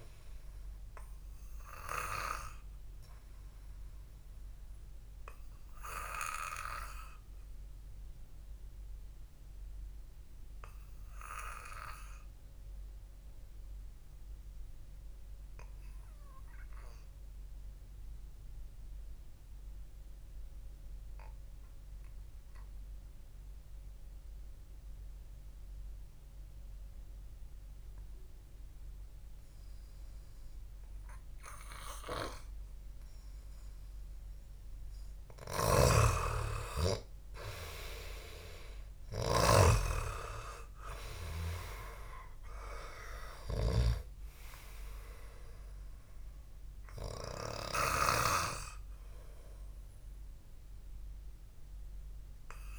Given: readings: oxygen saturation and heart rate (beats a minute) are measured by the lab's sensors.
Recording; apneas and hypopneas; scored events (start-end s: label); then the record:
breathing in sleep by a room microphone; 1
4.00-32.50 s: obstructive apnea (oxygen 99% before, 93% lowest, heart rate 55 before, 50 extreme, up 3 after)
35.50-40.00 s: snoring (device-marked)
36.50-40.50 s: arousal
38.00-40.00 s: long interval between heartbeats (device-marked, heart rate 57 before, 52 extreme)
From the record:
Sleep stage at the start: N2 (light sleep); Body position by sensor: on the back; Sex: male